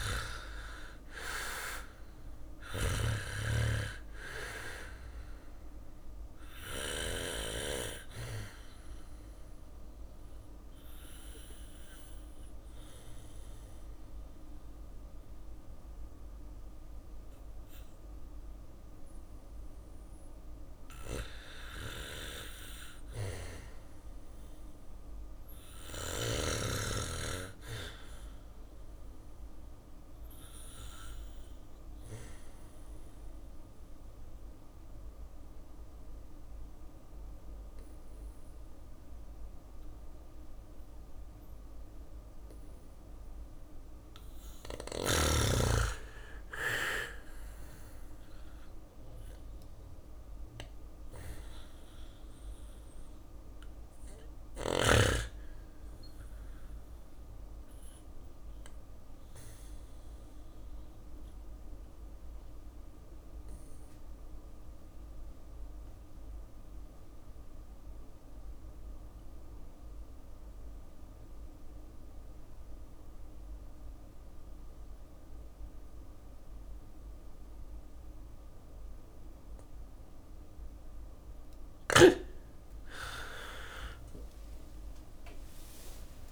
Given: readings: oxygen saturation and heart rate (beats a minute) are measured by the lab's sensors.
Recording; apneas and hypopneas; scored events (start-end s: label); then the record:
breathing in sleep by a room microphone; 3
0.00-8.00 s: drop in pulse transit time (device-marked, heart rate 55 extreme)
0.00-23.00 s: oxygen desaturation (device-marked, oxygen 86% lowest, heart rate 58 extreme)
6.00-8.00 s: bradycardia (device-marked, heart rate 62 before, 62 extreme)
8.00-20.00 s: obstructive apnea (oxygen 98% before, 86% lowest, heart rate 59 before, 58 extreme, up 6 after)
9.00-17.00 s: bradycardia (device-marked, heart rate 62 before, 59 extreme)
17.00-26.00 s: drop in pulse transit time (device-marked, heart rate 61 before, 58 extreme)
24.00-28.50 s: arousal
32.50-43.50 s: obstructive apnea (oxygen 99% before, 87% lowest, heart rate 61 before, 56 extreme, up 5 after)
34.00-39.00 s: bradycardia (device-marked, heart rate 62 before, 58 extreme)
45.00-48.50 s: arousal
53.00-63.00 s: oxygen desaturation (device-marked, oxygen 97% before, 92% lowest, heart rate 61 before, 53 extreme)
62.00-79.00 s: bradycardia (device-marked, heart rate 62 before, 53 extreme)
63.50-80.50 s: obstructive apnea (oxygen 99% before, 87% lowest, heart rate 63 before, 53 extreme, up 17 after)
81.00-86.32 s: oxygen desaturation (device-marked, oxygen 96% before, 87% lowest, heart rate 57 before, 61 extreme)
82.00-86.00 s: arousal
84.00-86.00 s: long interval between heartbeats (device-marked, heart rate 56 before, 63 extreme)
84.00-86.32 s: drop in pulse transit time (device-marked, heart rate 56 before, 58 extreme)
86.00-86.32 s: new sleep stage, N1 (lightest sleep)
From the record:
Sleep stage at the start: N2 (light sleep); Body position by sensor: on the back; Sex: male